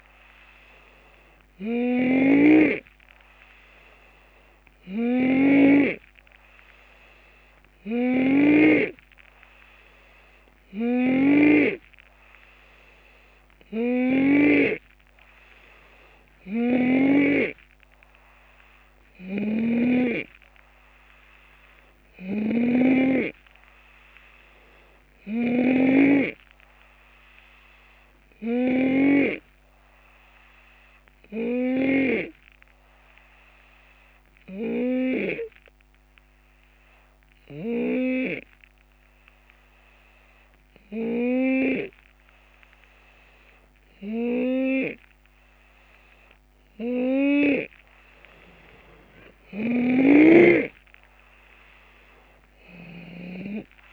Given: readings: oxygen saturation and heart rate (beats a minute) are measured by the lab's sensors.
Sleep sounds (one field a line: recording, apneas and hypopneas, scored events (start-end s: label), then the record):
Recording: breathing in sleep by a microphone on the trachea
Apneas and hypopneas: 1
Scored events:
0.00-8.50 s: snoring (device-marked)
10.50-14.50 s: snoring (device-marked)
19.00-32.00 s: snoring (device-marked)
23.50-26.00 s: arousal
28.50-45.00 s: hypopnea (oxygen 94% before, 89% lowest, heart rate 76 before, 70 extreme, up 10 after)
47.00-50.50 s: arousal
49.50-53.92 s: snoring (device-marked)
51.50-53.92 s: drop in pulse transit time (device-marked, heart rate 71 before, 78 extreme)
From the record:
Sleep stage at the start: N2 (light sleep)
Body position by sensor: on the left side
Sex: male